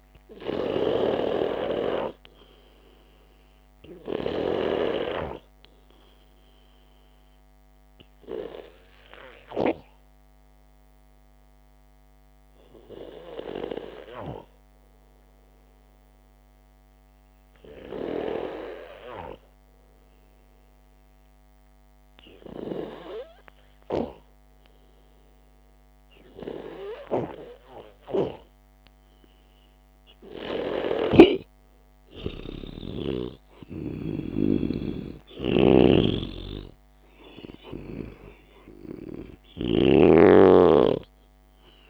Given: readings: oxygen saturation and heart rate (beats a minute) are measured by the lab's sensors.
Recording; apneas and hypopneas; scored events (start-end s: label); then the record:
breathing in sleep by a microphone on the trachea; 1
0.00-2.00 s: snoring (device-marked)
13.50-28.00 s: hypopnea (oxygen 98% before, 91% lowest, heart rate 59 before, 52 extreme, up 8 after)
22.00-38.00 s: oxygen desaturation (device-marked, oxygen 94% before, 91% lowest, heart rate 56 before, 53 extreme)
31.50-40.50 s: snoring (device-marked)
32.50-36.50 s: arousal
34.50-36.50 s: long interval between heartbeats (device-marked, heart rate 55 before, 60 extreme)
From the record:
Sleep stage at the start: N2 (light sleep); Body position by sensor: on the back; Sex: male